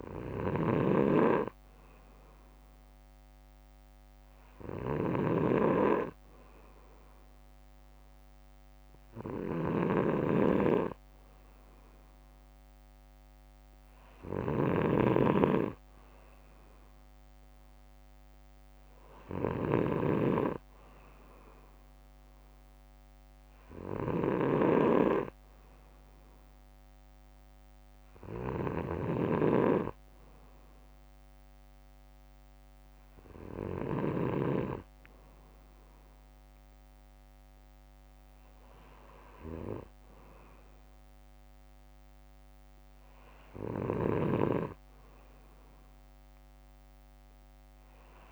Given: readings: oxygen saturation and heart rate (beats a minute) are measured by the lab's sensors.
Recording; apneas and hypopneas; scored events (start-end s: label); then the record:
breathing in sleep by a microphone on the trachea; none
0.00-20.00 s: snoring (device-marked)
17.00-19.00 s: bradycardia (device-marked, heart rate 63 before, 58 extreme)
30.00-32.00 s: bradycardia (device-marked, heart rate 63 before, 58 extreme)
39.00-41.00 s: bradycardia (device-marked, heart rate 63 before, 66 extreme)
From the record:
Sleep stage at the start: N2 (light sleep); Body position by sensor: on the back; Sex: male